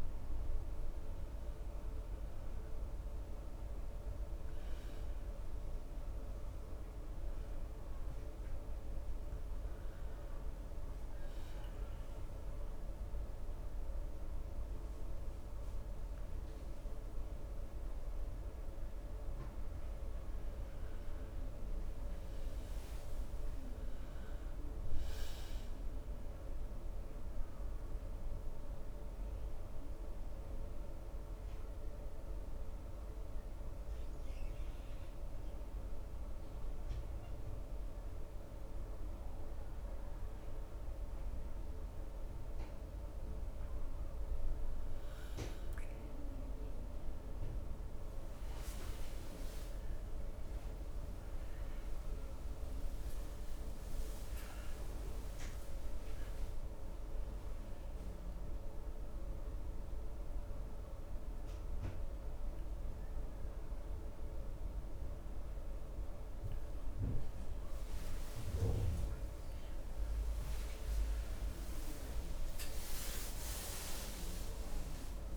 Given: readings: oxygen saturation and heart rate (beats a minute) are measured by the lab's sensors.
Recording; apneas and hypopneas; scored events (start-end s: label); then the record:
breathing in sleep, hard to hear, by a room microphone; 1
21.00-29.00 s: oxygen desaturation (device-marked, oxygen 96% before, 92% lowest, heart rate 68 before, 67 extreme)
28.00-45.00 s: mixed apnea (oxygen 97% before, 92% lowest, heart rate 69 before, 67 extreme, up 5 after)
50.00-54.50 s: arousal
59.00-75.37 s: new sleep stage, N1 (lightest sleep)
72.00-75.37 s: arousal
From the record:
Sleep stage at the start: N2 (light sleep); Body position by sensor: on the right side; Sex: male